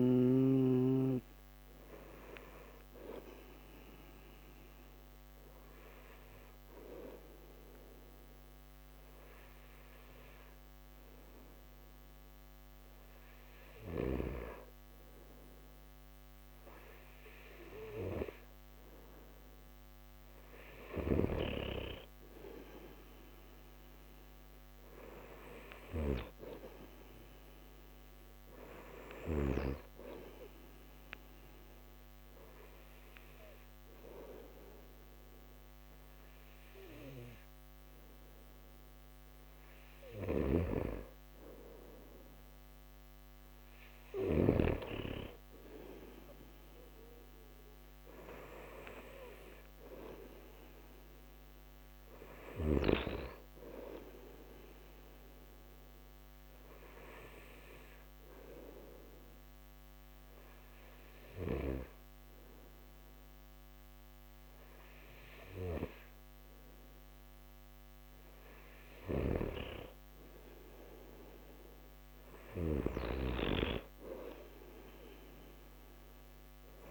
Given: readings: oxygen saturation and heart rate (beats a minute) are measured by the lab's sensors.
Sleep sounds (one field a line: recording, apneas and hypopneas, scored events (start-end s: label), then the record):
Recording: breathing in sleep by a microphone on the trachea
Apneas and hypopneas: 3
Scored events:
2.00-18.00 s: hypopnea (oxygen 95% before, 92% lowest)
20.00-23.50 s: arousal
21.00-29.50 s: snoring (device-marked)
30.00-42.50 s: hypopnea (oxygen 95% before, 92% lowest)
40.00-44.50 s: snoring (device-marked)
50.00-52.50 s: arousal
55.50-69.00 s: hypopnea (oxygen 94% before, 92% lowest)
69.00-76.91 s: snoring (device-marked)
70.50-74.00 s: arousal
From the record:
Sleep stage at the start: N2 (light sleep)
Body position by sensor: on the back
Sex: male